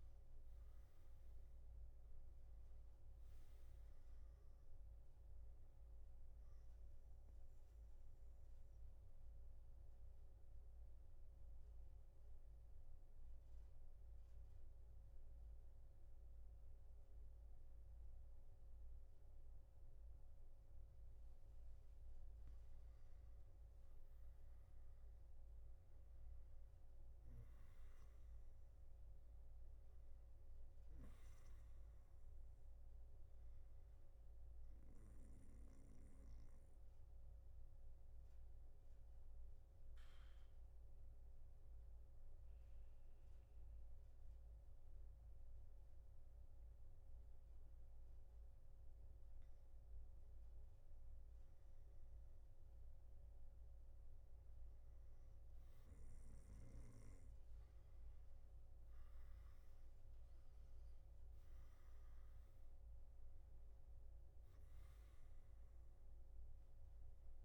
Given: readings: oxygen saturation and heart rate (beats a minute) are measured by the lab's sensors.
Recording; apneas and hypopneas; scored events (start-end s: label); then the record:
breathing in sleep, hard to hear, by a room microphone; 2
8.00-21.50 s: central apnea (oxygen 97% before, 92% lowest, heart rate 124 before, 105 extreme, up 17 after)
18.50-67.45 s: new sleep stage, N3 (deep sleep)
37.00-54.50 s: obstructive apnea (oxygen 97% before, 92% lowest, heart rate 124 before, 110 extreme, up 3 after)
From the record:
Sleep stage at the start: N2 (light sleep); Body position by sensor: on the back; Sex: male